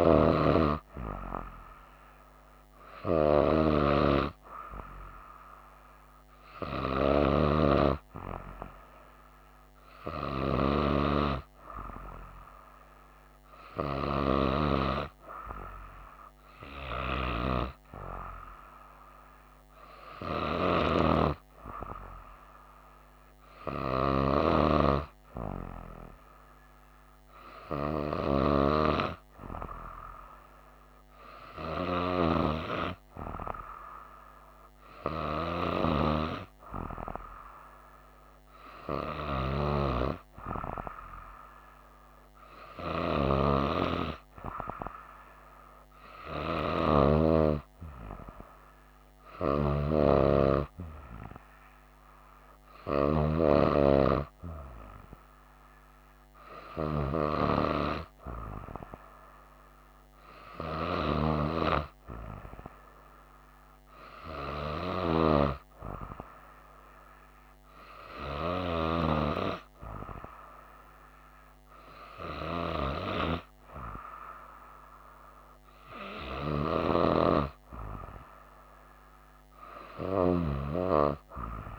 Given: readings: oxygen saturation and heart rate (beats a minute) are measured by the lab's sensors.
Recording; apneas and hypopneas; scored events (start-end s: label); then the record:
breathing in sleep by a microphone on the trachea; none
0.00-12.50 s: oxygen desaturation (device-marked, oxygen 93% lowest, heart rate 59 extreme)
From the record:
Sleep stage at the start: N2 (light sleep); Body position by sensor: on the right side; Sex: female